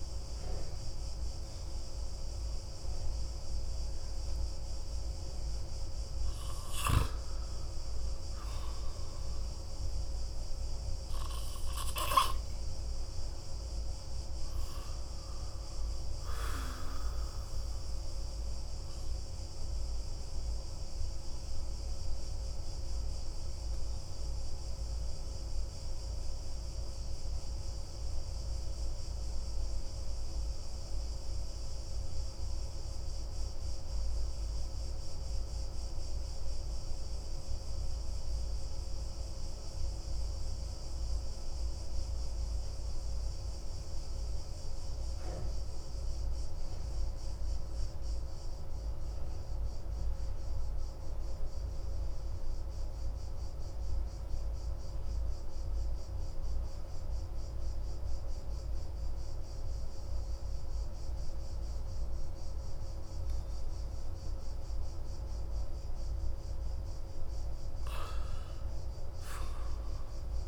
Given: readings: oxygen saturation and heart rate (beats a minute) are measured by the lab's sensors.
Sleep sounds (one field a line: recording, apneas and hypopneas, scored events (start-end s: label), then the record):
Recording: breathing in sleep, hard to hear, by a room microphone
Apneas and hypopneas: 1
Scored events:
19.50-65.00 s: obstructive apnea (oxygen 96% before, 91% lowest)
55.50-56.50 s: oxygen desaturation (device-marked, oxygen 98% before, 96% lowest)
69.00-70.48 s: arousal
From the record:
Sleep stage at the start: N2 (light sleep)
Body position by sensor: on the back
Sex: male